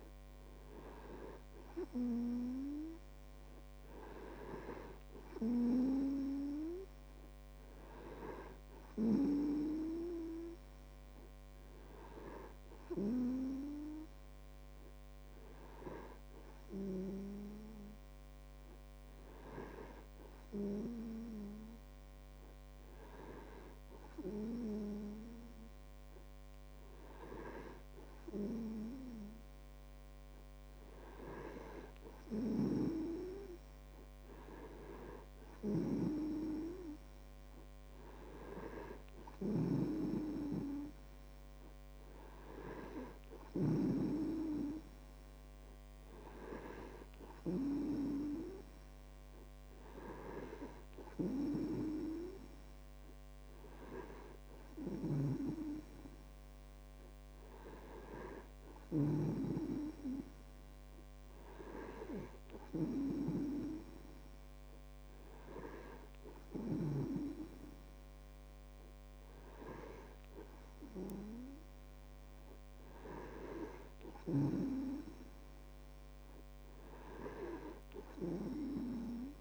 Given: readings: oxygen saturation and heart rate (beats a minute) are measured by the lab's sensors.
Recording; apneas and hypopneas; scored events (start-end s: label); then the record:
breathing in sleep by a microphone on the trachea; none
40.00-44.50 s: snoring (device-marked)
55.50-60.00 s: snoring (device-marked)
From the record:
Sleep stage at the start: N2 (light sleep); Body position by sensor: on the right side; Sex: male